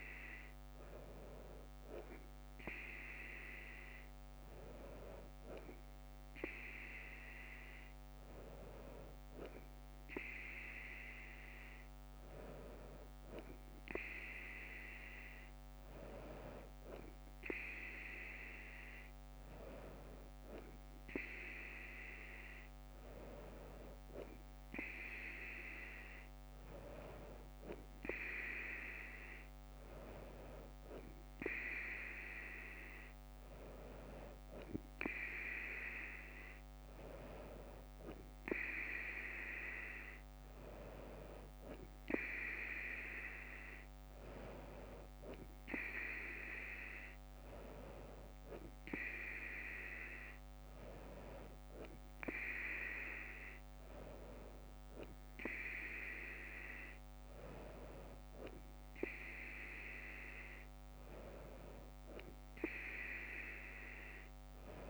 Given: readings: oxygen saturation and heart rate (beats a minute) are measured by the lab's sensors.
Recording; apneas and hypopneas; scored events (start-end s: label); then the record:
breathing in sleep by a microphone on the trachea; none
none scored
From the record:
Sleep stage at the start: N3 (deep sleep); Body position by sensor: on the front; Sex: female